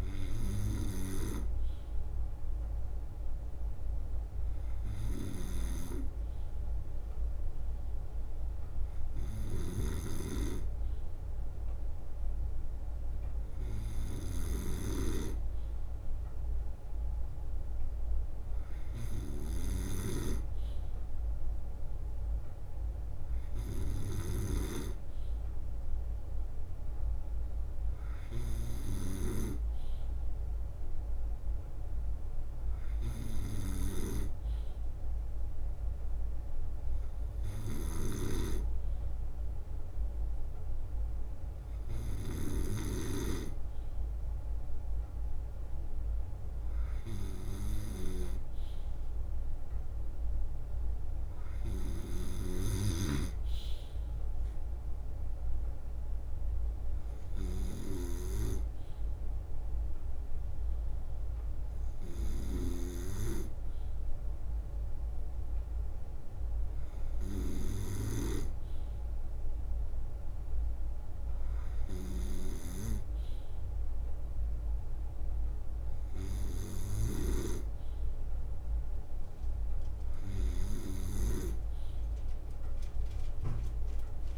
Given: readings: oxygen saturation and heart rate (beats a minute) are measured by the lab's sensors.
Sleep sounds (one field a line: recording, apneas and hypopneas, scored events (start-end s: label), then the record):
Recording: breathing in sleep by a room microphone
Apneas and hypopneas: none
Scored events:
0.00-81.00 s: snoring (device-marked)
8.50-21.50 s: drop in pulse transit time (device-marked, heart rate 65 before, 64 extreme)
40.00-41.50 s: leg movement (device-marked)
54.00-55.00 s: leg movement (device-marked)
58.50-61.50 s: leg movement (device-marked)
64.00-67.50 s: leg movement (device-marked)
74.50-84.38 s: drop in pulse transit time (device-marked, heart rate 65 before, 64 extreme)
79.00-82.00 s: leg movement (device-marked)
From the record:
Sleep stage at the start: N2 (light sleep)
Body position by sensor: on the right side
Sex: male